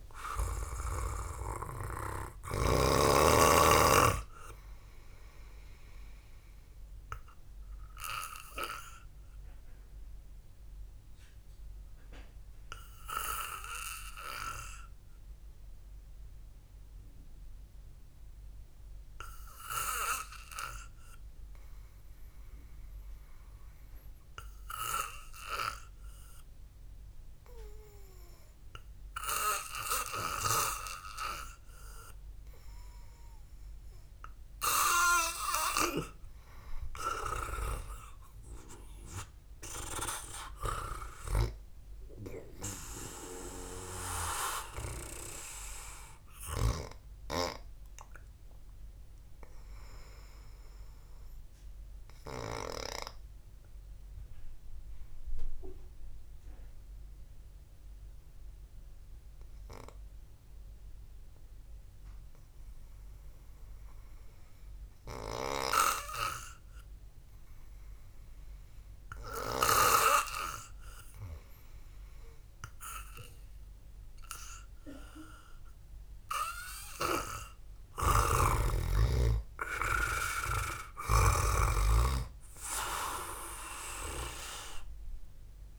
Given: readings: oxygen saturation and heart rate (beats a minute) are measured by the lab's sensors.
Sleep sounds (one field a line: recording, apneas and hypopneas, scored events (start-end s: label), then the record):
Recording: breathing in sleep by a room microphone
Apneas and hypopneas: 2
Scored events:
0.00-3.50 s: snoring (device-marked)
1.00-3.00 s: long interval between heartbeats (device-marked, heart rate 60 before, 64 extreme)
9.00-22.50 s: obstructive apnea (oxygen 97% before, 92% lowest, heart rate 58 before, 54 extreme, up 6 after)
25.00-28.50 s: arousal
43.50-47.50 s: arousal
53.00-64.50 s: mixed apnea (oxygen 98% before, 91% lowest, heart rate 59 before, 52 extreme, up 1 after)
62.50-69.50 s: oxygen desaturation (device-marked, oxygen 96% before, 93% lowest, heart rate 62 before, 52 extreme)
67.00-71.00 s: arousal
74.50-83.50 s: oxygen desaturation (device-marked, oxygen 98% before, 95% lowest, heart rate 62 before, 55 extreme)
78.50-82.00 s: snoring (device-marked)
From the record:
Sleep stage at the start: N2 (light sleep)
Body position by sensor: on the back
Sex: male